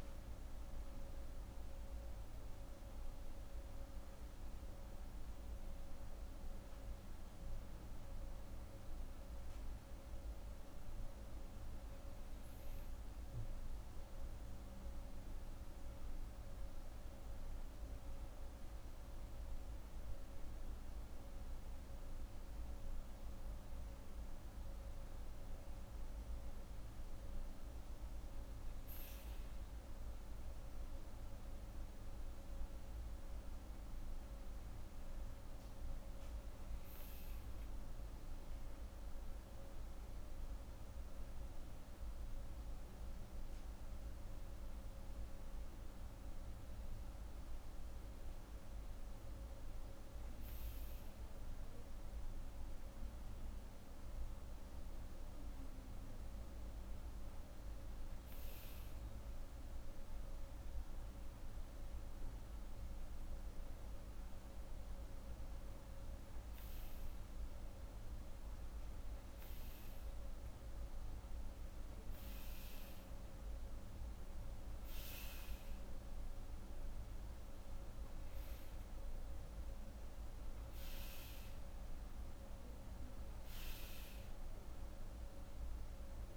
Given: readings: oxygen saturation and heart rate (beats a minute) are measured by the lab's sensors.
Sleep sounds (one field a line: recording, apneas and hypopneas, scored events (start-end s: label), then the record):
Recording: breathing in sleep, hard to hear, by a room microphone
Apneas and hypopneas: none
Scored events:
none scored
From the record:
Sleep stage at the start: REM sleep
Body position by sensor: on the right side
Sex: female